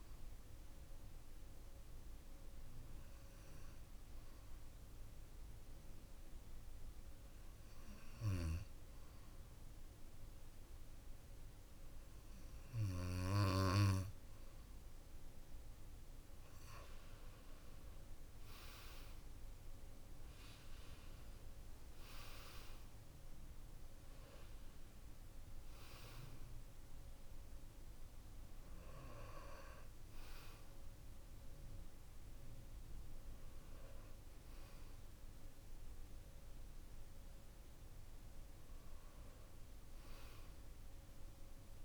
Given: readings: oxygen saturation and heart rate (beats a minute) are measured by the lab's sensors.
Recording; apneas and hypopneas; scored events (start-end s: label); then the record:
breathing in sleep by a room microphone; 1
0.00-10.00 s: oxygen desaturation (device-marked, oxygen 92% lowest, heart rate 52 extreme)
1.50-15.00 s: hypopnea (oxygen 96% before, 92% lowest, heart rate 61 before, 53 extreme, up 17 after)
17.00-20.00 s: arousal
22.00-41.85 s: oxygen desaturation (device-marked, oxygen 96% before, 92% lowest, heart rate 58 before, 53 extreme)
From the record:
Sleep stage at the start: N2 (light sleep); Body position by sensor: on the back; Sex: male